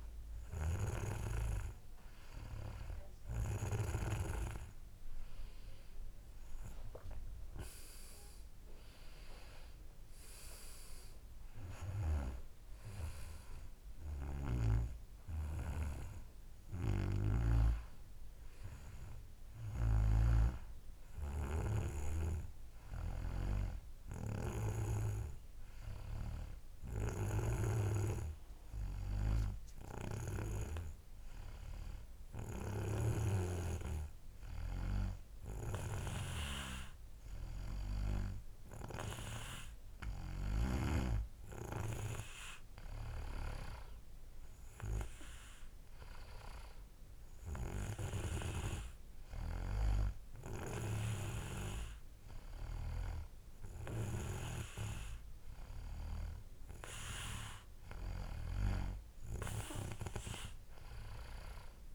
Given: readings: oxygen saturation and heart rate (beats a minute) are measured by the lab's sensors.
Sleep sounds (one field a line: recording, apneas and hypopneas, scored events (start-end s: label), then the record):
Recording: breathing in sleep by a room microphone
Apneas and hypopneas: 1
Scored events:
7.00-11.00 s: arousal
22.50-39.50 s: obstructive apnea (oxygen 95% before, 93% lowest, heart rate 70 before, 65 extreme, up 4 after)
41.50-45.50 s: arousal
From the record:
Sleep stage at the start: N2 (light sleep)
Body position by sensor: on the back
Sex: male